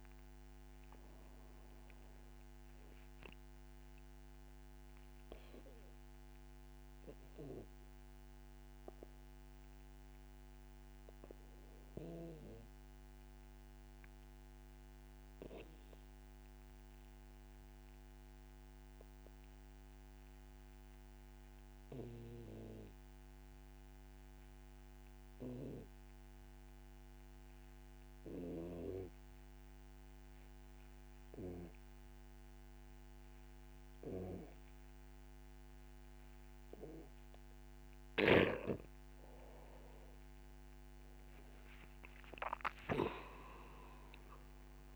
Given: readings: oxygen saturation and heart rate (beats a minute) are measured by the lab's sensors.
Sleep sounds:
breathing in sleep by a microphone on the trachea; 1
0.00-7.50 s: oxygen desaturation (device-marked, oxygen 88% lowest, heart rate 43 extreme)
7.00-38.00 s: obstructive apnea (oxygen 95% before, 85% lowest, heart rate 58 before, 53 extreme, up 23 after)
27.50-44.96 s: oxygen desaturation (device-marked, oxygen 97% before, 85% lowest, heart rate 59 before, 53 extreme)
40.00-44.50 s: arousal
From the record:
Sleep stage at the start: N2 (light sleep); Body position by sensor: on the back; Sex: male

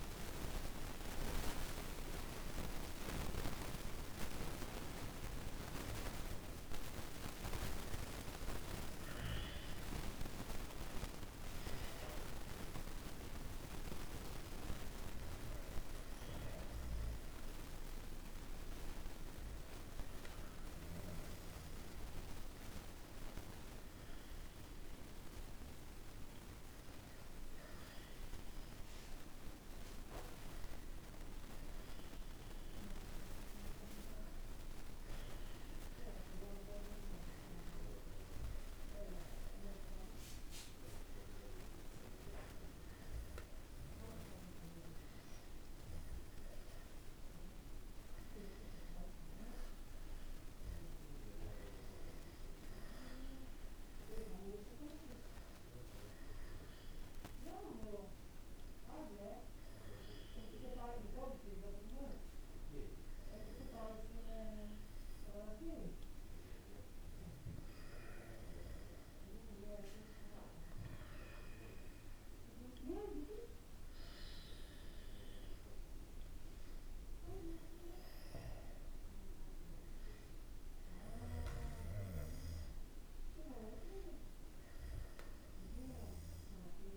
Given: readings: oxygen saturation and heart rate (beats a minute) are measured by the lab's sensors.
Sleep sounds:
a person partly awake in a sleep study, by a room microphone; none
21.00-86.97 s: new sleep stage, N1 (lightest sleep)
81.00-85.00 s: arousal
From the record:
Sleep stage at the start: awake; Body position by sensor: on the back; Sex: male

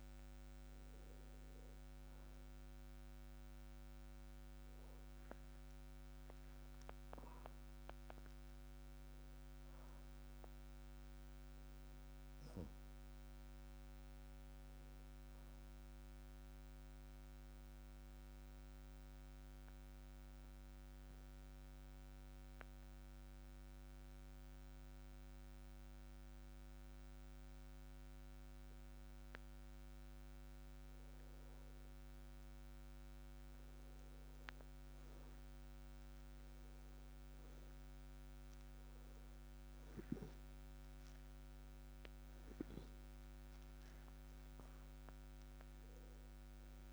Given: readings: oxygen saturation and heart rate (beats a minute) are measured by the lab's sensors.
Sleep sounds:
a person partly awake in a sleep study, hard to hear, by a microphone on the trachea; 1
15.50-46.92 s: new sleep stage, N1 (lightest sleep)
19.50-30.00 s: obstructive apnea (oxygen 96% before, 90% lowest)
35.00-39.00 s: arousal
41.50-46.92 s: oxygen desaturation (device-marked, oxygen 95% before, 90% lowest)
From the record:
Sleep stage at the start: awake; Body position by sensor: on the back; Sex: male

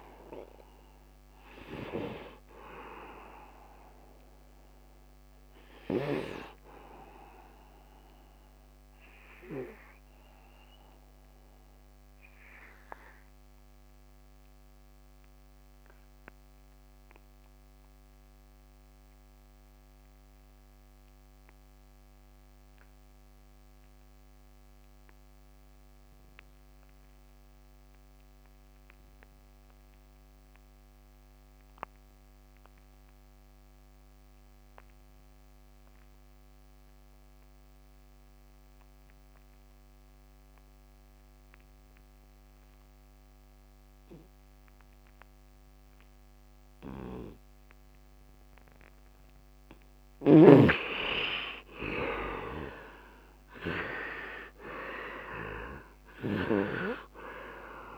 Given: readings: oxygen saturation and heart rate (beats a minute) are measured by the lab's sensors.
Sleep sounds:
breathing in sleep by a microphone on the trachea; 1
0.00-14.00 s: oxygen desaturation (device-marked, oxygen 99% before, 76% lowest, heart rate 74 before, 70 extreme)
6.50-48.50 s: obstructive apnea (oxygen 98% before, 68% lowest, heart rate 81 before, 70 extreme, up 10 after)
25.00-57.98 s: oxygen desaturation (device-marked, oxygen 99% before, 68% lowest, heart rate 72 before, 70 extreme)
50.50-54.00 s: arousal
From the record:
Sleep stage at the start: N2 (light sleep); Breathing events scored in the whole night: 417 in 5.0 hours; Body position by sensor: on the right side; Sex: male

